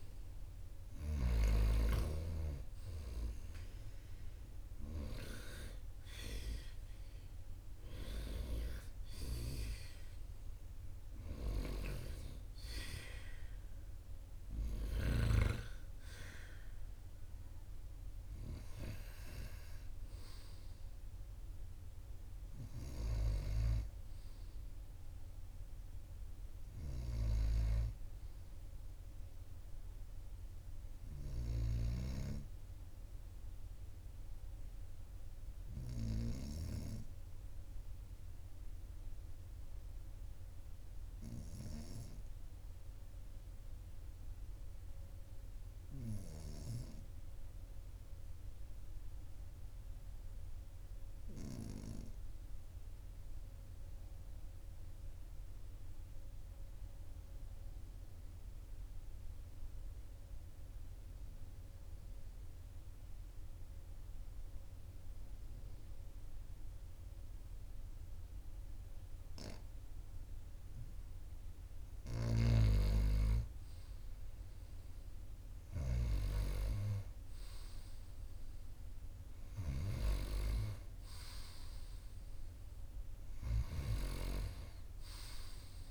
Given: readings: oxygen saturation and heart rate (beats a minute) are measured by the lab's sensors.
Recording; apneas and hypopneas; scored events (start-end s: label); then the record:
breathing in sleep by a room microphone; 1
0.00-1.00 s: arousal
0.00-1.00 s: snoring (device-marked)
0.00-11.00 s: oxygen desaturation (device-marked, oxygen 95% lowest, heart rate 43 extreme)
40.50-70.50 s: obstructive apnea (oxygen 99% before, 94% lowest, heart rate 44 before, 43 extreme, up 1 after)
73.00-77.50 s: arousal
From the record:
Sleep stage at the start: N2 (light sleep); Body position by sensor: on the right side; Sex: male